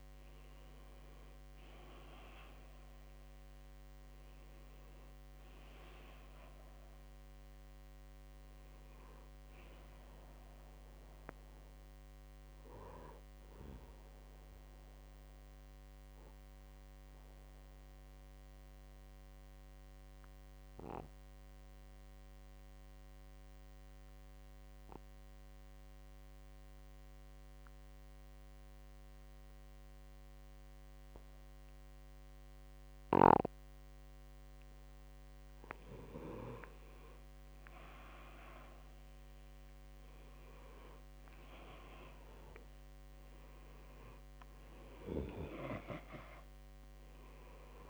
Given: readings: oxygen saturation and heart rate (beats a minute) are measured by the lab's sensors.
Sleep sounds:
breathing in sleep by a microphone on the trachea; 1
0.00-1.00 s: arousal
16.50-35.00 s: obstructive apnea (oxygen 99% before, 95% lowest, heart rate 64 before, 62 extreme, up 2 after)
35.50-40.50 s: arousal
From the record:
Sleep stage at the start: N2 (light sleep); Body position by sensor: on the right side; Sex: male

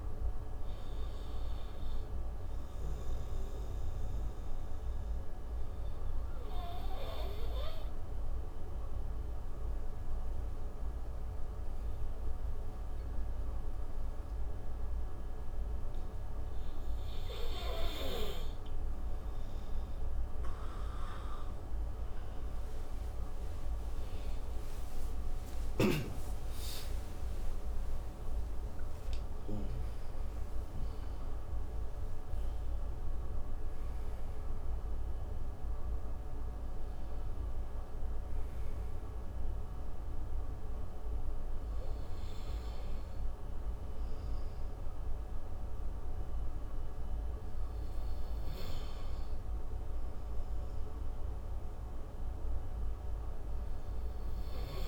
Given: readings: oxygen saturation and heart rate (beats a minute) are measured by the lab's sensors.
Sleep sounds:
breathing in sleep, hard to hear, by a room microphone; 1
0.00-7.50 s: oxygen desaturation (device-marked, oxygen 90% lowest, heart rate 54 extreme)
4.00-16.50 s: obstructive apnea (oxygen 96% before, 90% lowest, heart rate 68 before, 54 extreme, up 42 after)
21.50-33.50 s: tachycardia (device-marked, heart rate 70 before, 150 extreme)
22.50-31.50 s: oxygen desaturation (device-marked, oxygen 96% before, 92% lowest, heart rate 66 before, 58 extreme)
24.00-29.00 s: arousal
From the record:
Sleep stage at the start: N2 (light sleep); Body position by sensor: on the right side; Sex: male

